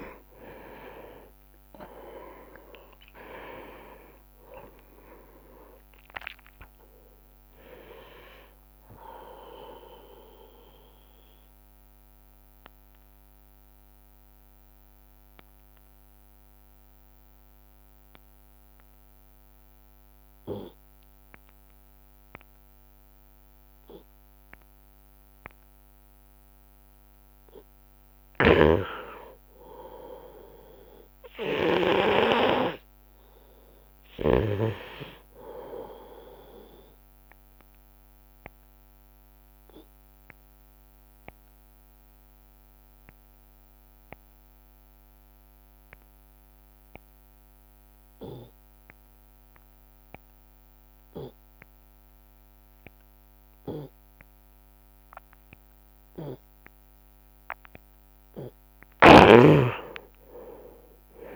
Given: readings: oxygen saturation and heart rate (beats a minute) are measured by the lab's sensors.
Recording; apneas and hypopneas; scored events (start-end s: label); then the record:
breathing in sleep by a microphone on the trachea; 2
0.00-3.00 s: arousal
11.50-27.50 s: obstructive apnea (oxygen 100% before, 91% lowest)
25.50-34.50 s: oxygen desaturation (device-marked, oxygen 96% before, 92% lowest)
28.50-35.00 s: snoring (device-marked)
30.50-35.50 s: arousal
40.00-57.00 s: obstructive apnea (oxygen 99% before, 89% lowest)
49.50-60.50 s: oxygen desaturation (device-marked, oxygen 98% before, 94% lowest)
59.00-61.36 s: arousal
59.00-61.36 s: snoring (device-marked)
From the record:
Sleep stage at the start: N2 (light sleep); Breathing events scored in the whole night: 295 in 3.7 hours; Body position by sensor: on the right side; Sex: male